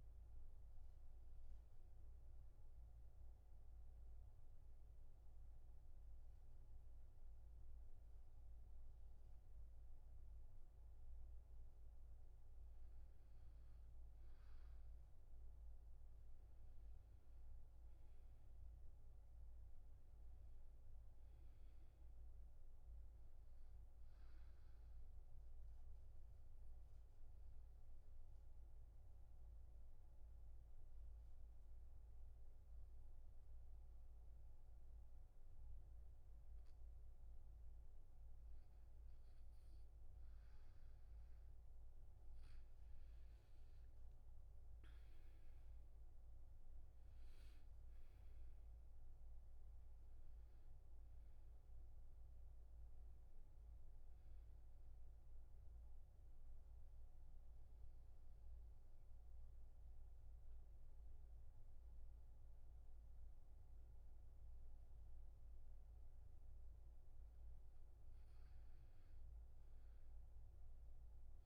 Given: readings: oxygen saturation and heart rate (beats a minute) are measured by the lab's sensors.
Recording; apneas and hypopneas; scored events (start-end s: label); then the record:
breathing in sleep, hard to hear, by a room microphone; 3
1.50-12.00 s: obstructive apnea (oxygen 97% before, 85% lowest, heart rate 81 before, 67 extreme, up 7 after)
16.00-20.00 s: arousal
17.00-35.00 s: oxygen desaturation (device-marked, oxygen 97% before, 89% lowest, heart rate 72 before, 70 extreme)
25.50-39.00 s: obstructive apnea (oxygen 97% before, 85% lowest, heart rate 72 before, 70 extreme, up 6 after)
45.00-48.50 s: arousal
46.00-65.00 s: oxygen desaturation (device-marked, oxygen 98% before, 85% lowest, heart rate 73 before, 68 extreme)
54.50-65.00 s: obstructive apnea (oxygen 98% before, 85% lowest, heart rate 75 before, 68 extreme, up 6 after)
66.50-69.50 s: arousal
From the record:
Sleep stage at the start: N2 (light sleep); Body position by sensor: on the back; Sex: male